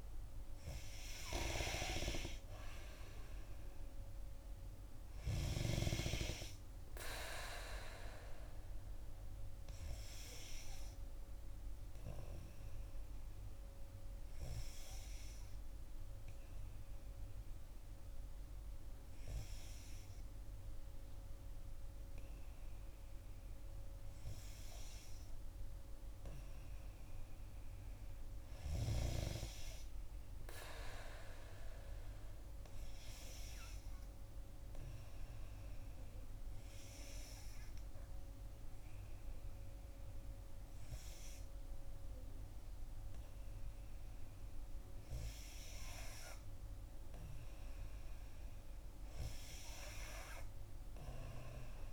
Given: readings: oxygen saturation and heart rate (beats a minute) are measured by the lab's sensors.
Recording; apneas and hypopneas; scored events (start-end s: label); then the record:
breathing in sleep by a room microphone; none
none scored
From the record:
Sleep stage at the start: N2 (light sleep); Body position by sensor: on the back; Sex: female